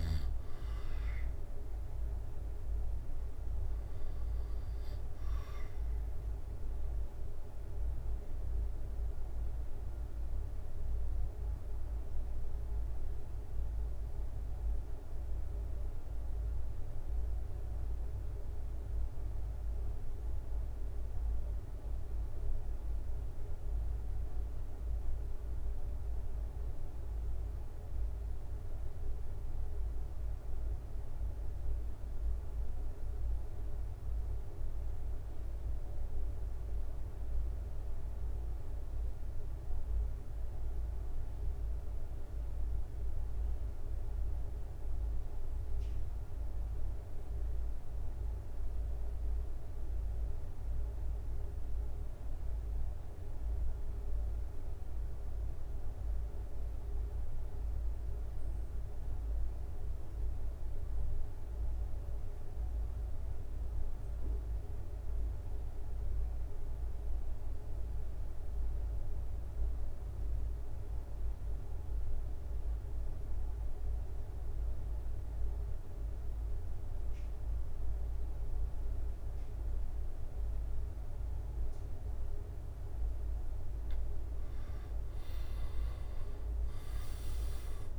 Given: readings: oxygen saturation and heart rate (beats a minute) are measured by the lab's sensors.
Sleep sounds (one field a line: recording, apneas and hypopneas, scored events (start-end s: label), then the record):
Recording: breathing in sleep, hard to hear, by a room microphone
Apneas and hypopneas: 1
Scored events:
1.00-83.00 s: obstructive apnea (oxygen 97% before, 81% lowest, heart rate 80 before, 66 extreme, up 13 after)
40.50-87.99 s: oxygen desaturation (device-marked, oxygen 95% before, 81% lowest, heart rate 68 before, 67 extreme)
From the record:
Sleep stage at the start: N2 (light sleep)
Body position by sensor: on the back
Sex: male